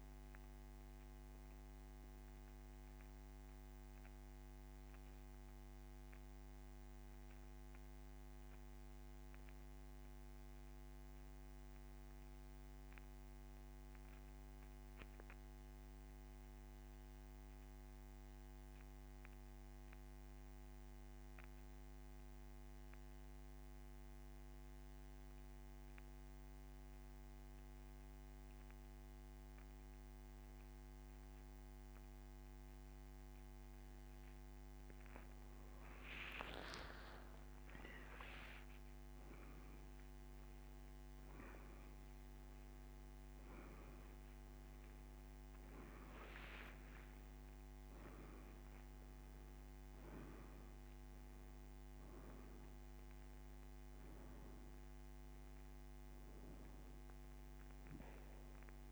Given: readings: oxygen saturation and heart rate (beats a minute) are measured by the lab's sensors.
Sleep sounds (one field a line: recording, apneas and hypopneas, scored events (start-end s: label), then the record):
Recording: breathing in sleep, hard to hear, by a microphone on the trachea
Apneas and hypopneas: 1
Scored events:
0.00-30.50 s: oxygen desaturation (device-marked, oxygen 86% lowest)
2.50-32.50 s: central apnea (oxygen 97% before, 86% lowest)
35.50-40.50 s: arousal
53.50-58.92 s: oxygen desaturation (device-marked, oxygen 97% before, 87% lowest)
From the record:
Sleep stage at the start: N2 (light sleep)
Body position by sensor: on the back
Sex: male